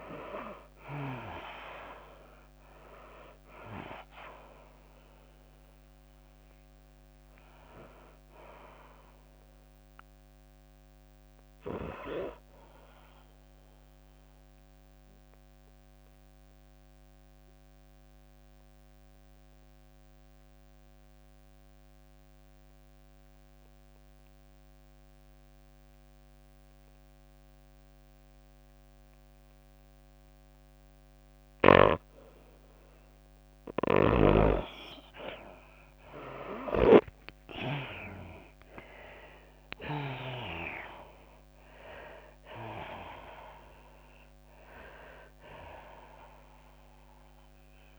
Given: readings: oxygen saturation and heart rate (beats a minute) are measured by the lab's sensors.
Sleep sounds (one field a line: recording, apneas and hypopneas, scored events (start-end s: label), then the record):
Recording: breathing in sleep by a microphone on the trachea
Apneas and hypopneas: 1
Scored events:
0.00-2.50 s: arousal
0.00-17.00 s: oxygen desaturation (device-marked, oxygen 80% lowest, heart rate 95 extreme)
0.00-20.00 s: drop in pulse transit time (device-marked, heart rate 97 before, 100 extreme)
0.00-22.00 s: tachycardia (device-marked, heart rate 107 extreme)
14.50-33.50 s: obstructive apnea (oxygen 98% before, 80% lowest, heart rate 103 before, 97 extreme, up 6 after)
30.00-47.99 s: oxygen desaturation (device-marked, oxygen 98% before, 80% lowest, heart rate 103 before, 98 extreme)
35.00-47.99 s: tachycardia (device-marked, heart rate 103 before, 106 extreme)
35.50-39.00 s: arousal
37.00-40.50 s: snoring (device-marked)
40.00-47.99 s: drop in pulse transit time (device-marked, heart rate 100 before, 103 extreme)
From the record:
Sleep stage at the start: N2 (light sleep)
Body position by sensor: on the right side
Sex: female